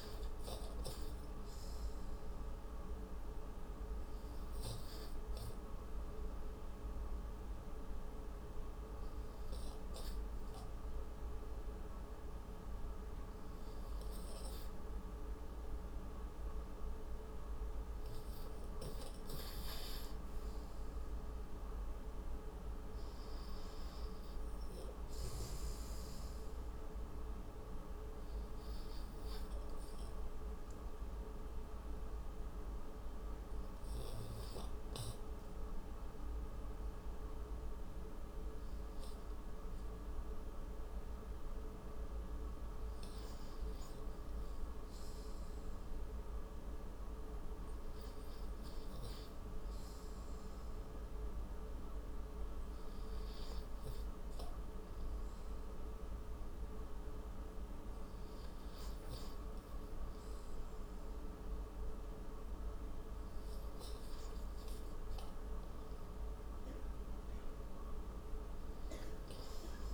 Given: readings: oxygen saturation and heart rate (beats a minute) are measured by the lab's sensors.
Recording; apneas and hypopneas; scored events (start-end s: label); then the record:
breathing in sleep, hard to hear, by a room microphone; 2
0.00-2.50 s: arousal
7.00-18.50 s: obstructive apnea (oxygen 96% before, 87% lowest, heart rate 72 before, 53 extreme, up 15 after)
20.00-23.00 s: arousal
28.00-41.50 s: obstructive apnea (oxygen 95% before, 87% lowest, heart rate 80 before, 53 extreme, up 23 after)
29.50-69.94 s: new sleep stage, REM sleep
43.50-46.50 s: arousal
44.50-51.50 s: oxygen desaturation (device-marked, oxygen 96% before, 91% lowest, heart rate 71 before, 70 extreme)
53.50-69.94 s: oxygen desaturation (device-marked, oxygen 96% before, 87% lowest, heart rate 69 before, 69 extreme)
From the record:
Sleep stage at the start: N2 (light sleep); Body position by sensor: on the right side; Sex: male